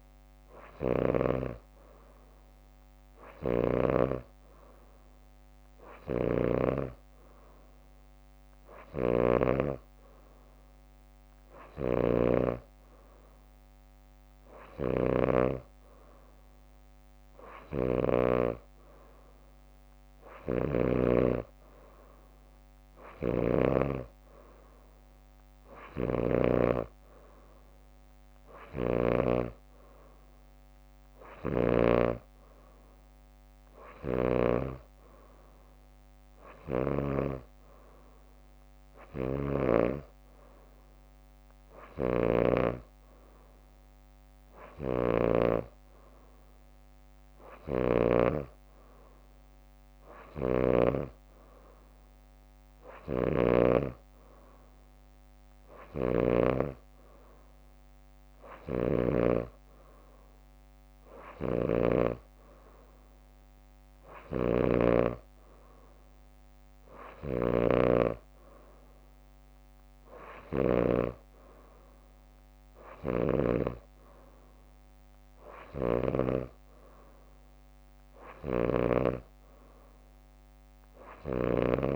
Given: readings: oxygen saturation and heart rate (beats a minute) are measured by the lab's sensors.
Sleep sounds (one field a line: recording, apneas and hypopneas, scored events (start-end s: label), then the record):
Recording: breathing in sleep by a microphone on the trachea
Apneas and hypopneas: none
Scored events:
0.50-2.00 s: leg movement (device-marked)
3.00-10.50 s: leg movement (device-marked)
6.00-18.50 s: snoring (device-marked)
23.00-24.50 s: leg movement (device-marked)
23.00-29.50 s: snoring (device-marked)
25.50-27.50 s: leg movement (device-marked)
34.00-37.50 s: snoring (device-marked)
41.50-46.00 s: leg movement (device-marked)
42.00-45.50 s: snoring (device-marked)
47.50-51.00 s: snoring (device-marked)
53.00-59.50 s: snoring (device-marked)
56.00-57.50 s: leg movement (device-marked)
61.50-71.00 s: snoring (device-marked)
64.00-65.00 s: leg movement (device-marked)
67.00-74.00 s: leg movement (device-marked)
73.00-81.95 s: snoring (device-marked)
From the record:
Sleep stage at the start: N2 (light sleep)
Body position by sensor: on the back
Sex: female